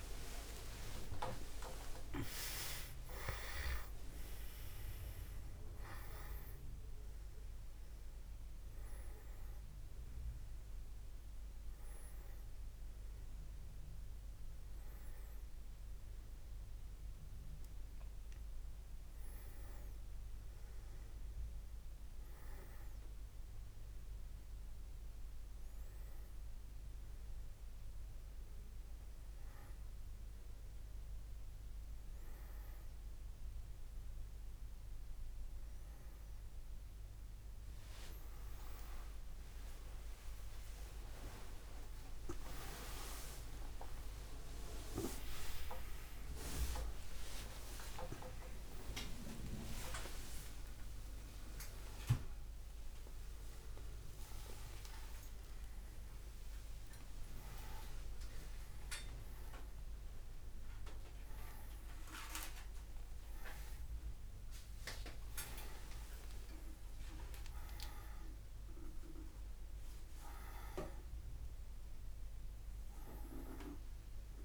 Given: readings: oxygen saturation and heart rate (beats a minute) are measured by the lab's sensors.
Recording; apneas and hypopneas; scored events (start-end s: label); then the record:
a person awake in a sleep study, by a room microphone; none
3.00-16.00 s: oxygen desaturation (device-marked, oxygen 97% before, 91% lowest, heart rate 81 before, 60 extreme)
From the record:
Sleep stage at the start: awake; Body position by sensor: on the back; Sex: male